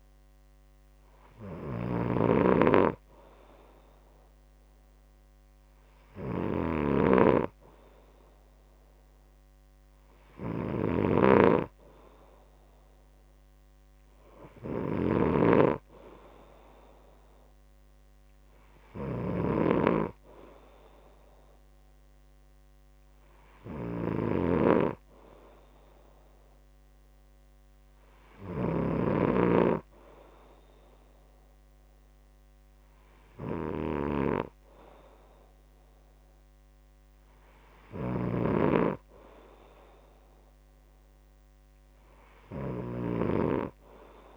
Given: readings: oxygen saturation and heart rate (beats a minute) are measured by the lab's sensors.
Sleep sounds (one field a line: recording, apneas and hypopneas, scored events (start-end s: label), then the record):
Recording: breathing in sleep by a microphone on the trachea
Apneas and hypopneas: none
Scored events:
2.00-20.00 s: snoring (device-marked)
38.50-44.37 s: snoring (device-marked)
From the record:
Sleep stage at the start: N2 (light sleep)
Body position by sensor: on the back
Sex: male